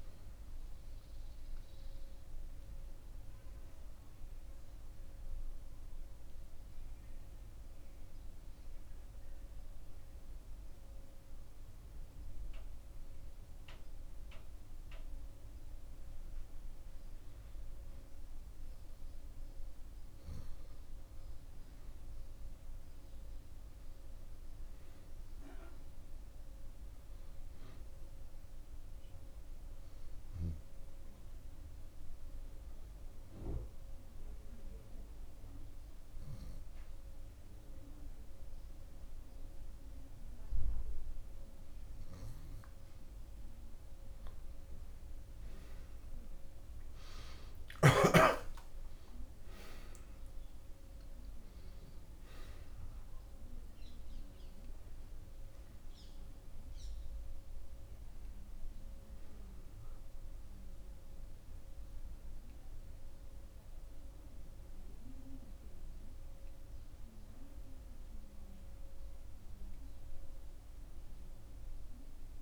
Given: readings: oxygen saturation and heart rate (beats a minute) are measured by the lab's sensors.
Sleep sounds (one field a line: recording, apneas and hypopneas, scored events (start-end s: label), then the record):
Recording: breathing in sleep by a room microphone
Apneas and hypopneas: 2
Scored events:
7.00-17.00 s: obstructive apnea (oxygen 93% before, 91% lowest, heart rate 90 before, 59 extreme, up 3 after)
20.50-24.50 s: arousal
33.00-43.00 s: obstructive apnea (oxygen 96% before, 91% lowest, heart rate 73 before, 59 extreme, up 27 after)
47.00-51.00 s: arousal
66.50-72.41 s: oxygen desaturation (device-marked, oxygen 94% before, 91% lowest, heart rate 77 before, 63 extreme)
From the record:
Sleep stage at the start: N2 (light sleep)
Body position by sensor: on the back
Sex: male